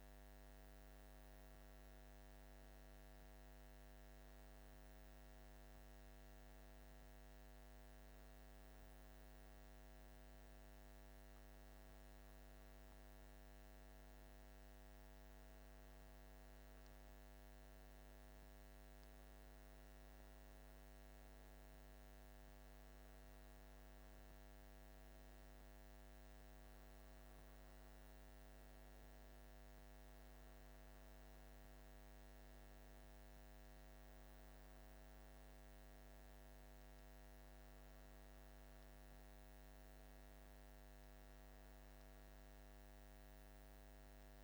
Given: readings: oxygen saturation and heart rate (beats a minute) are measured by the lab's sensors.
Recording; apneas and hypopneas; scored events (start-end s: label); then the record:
breathing in sleep, hard to hear, by a microphone on the trachea; none
none scored
From the record:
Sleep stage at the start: N1 (lightest sleep); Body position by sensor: on the back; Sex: male